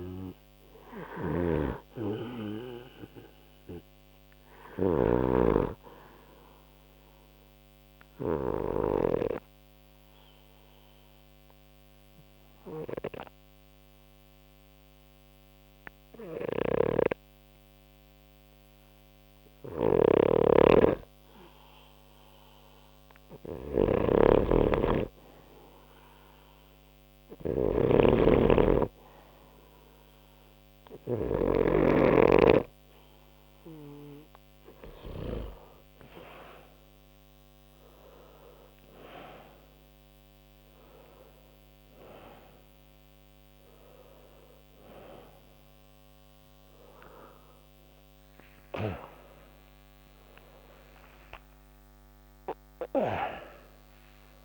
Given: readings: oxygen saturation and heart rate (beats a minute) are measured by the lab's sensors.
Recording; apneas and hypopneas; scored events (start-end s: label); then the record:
breathing in sleep by a microphone on the trachea; 1
0.00-5.50 s: snoring (device-marked)
4.50-12.50 s: oxygen desaturation (device-marked, oxygen 92% before, 89% lowest, heart rate 65 before, 61 extreme)
8.00-23.00 s: obstructive apnea (oxygen 93% before, 89% lowest, heart rate 65 before, 61 extreme, up 1 after)
16.50-32.00 s: snoring (device-marked)
28.50-48.50 s: oxygen desaturation (device-marked, oxygen 95% before, 90% lowest, heart rate 63 before, 47 extreme)
43.50-54.45 s: new sleep stage, awake
From the record:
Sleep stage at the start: N2 (light sleep); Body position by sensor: on the right side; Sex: male